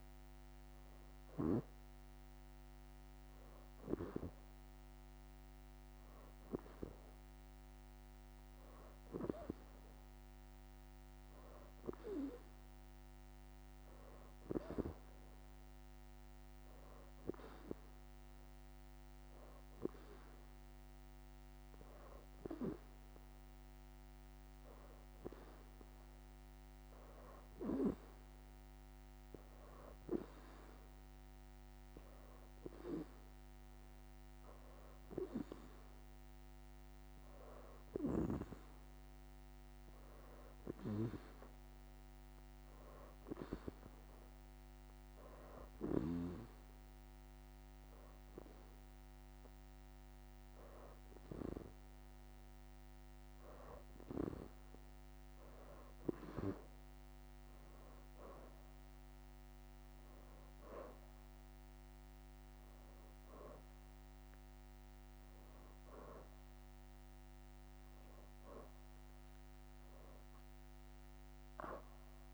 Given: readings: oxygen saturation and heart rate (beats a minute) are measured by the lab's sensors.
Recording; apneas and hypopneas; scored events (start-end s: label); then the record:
breathing in sleep by a microphone on the trachea; 1
18.00-22.00 s: arousal
26.00-52.50 s: hypopnea (oxygen 92% before, 87% lowest, heart rate 84 before, 84 extreme, up 4 after)
31.50-39.00 s: leg movement (device-marked)
32.00-45.00 s: oxygen desaturation (device-marked, oxygen 90% before, 87% lowest, heart rate 85 before, 84 extreme)
48.50-58.00 s: leg movement (device-marked)
55.50-59.50 s: arousal
63.00-72.34 s: oxygen desaturation (device-marked, oxygen 90% before, 87% lowest, heart rate 88 before, 83 extreme)
From the record:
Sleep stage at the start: N2 (light sleep); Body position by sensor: on the back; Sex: female